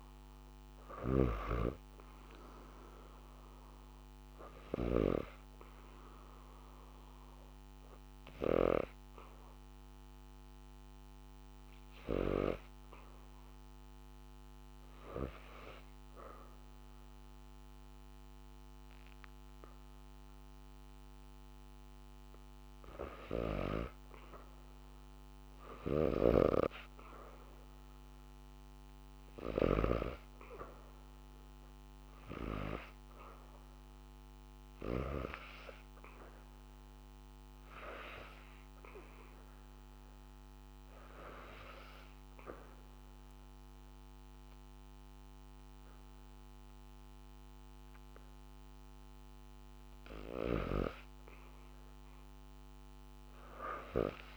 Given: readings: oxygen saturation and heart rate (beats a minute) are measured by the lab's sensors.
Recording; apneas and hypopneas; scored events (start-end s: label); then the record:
breathing in sleep by a microphone on the trachea; 1
0.00-1.00 s: snoring (device-marked)
0.00-1.50 s: arousal
7.50-21.50 s: hypopnea (oxygen 99% before, 87% lowest, heart rate 80 before, 74 extreme, up 2 after)
23.50-40.50 s: oxygen desaturation (device-marked, oxygen 97% before, 93% lowest, heart rate 76 before, 74 extreme)
24.50-28.00 s: arousal
25.50-29.50 s: snoring (device-marked)
42.50-50.50 s: oxygen desaturation (device-marked, oxygen 95% before, 92% lowest, heart rate 76 before, 74 extreme)
From the record:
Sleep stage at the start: N2 (light sleep); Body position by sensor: on the back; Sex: female